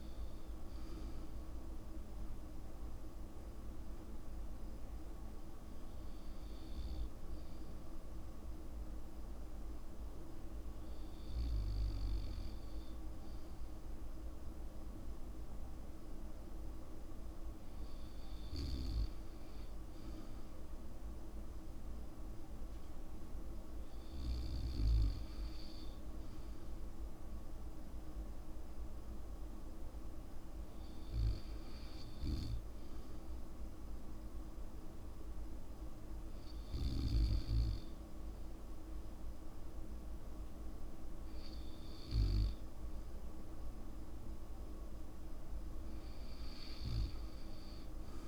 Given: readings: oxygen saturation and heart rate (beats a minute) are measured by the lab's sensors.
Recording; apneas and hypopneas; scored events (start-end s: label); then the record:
breathing in sleep, hard to hear, by a room microphone; none
none scored
From the record:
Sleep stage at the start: N2 (light sleep); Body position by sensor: on the back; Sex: male